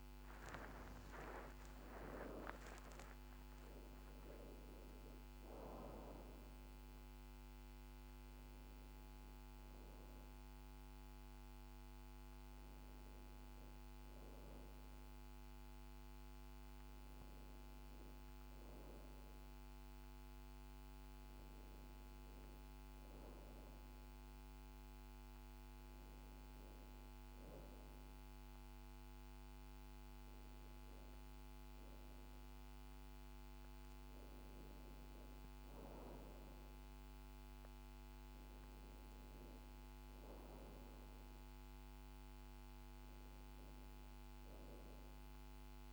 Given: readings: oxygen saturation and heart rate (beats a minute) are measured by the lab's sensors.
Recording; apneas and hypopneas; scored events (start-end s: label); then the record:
a person partly awake in a sleep study, hard to hear, by a microphone on the trachea; none
12.50-45.93 s: new sleep stage, N1 (lightest sleep)
From the record:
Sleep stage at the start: awake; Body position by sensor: on the back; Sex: female